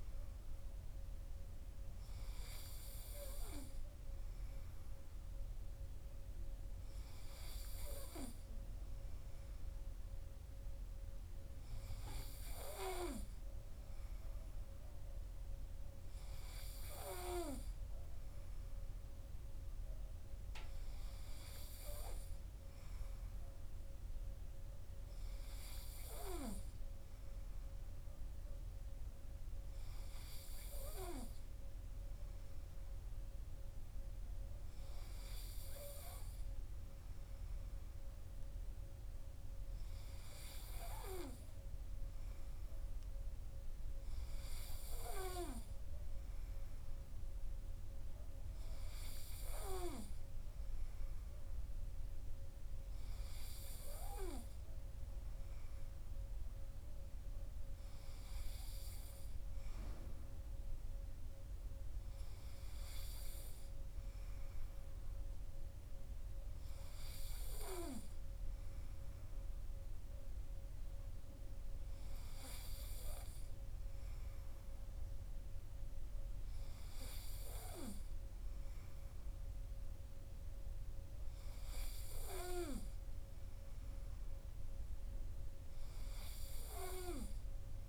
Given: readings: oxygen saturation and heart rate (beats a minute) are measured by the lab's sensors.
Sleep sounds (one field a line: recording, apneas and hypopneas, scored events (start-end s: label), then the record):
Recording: breathing in sleep by a room microphone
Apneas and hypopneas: none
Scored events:
52.00-87.89 s: new sleep stage, N3 (deep sleep)
From the record:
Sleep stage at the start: N2 (light sleep)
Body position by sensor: on the right side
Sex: male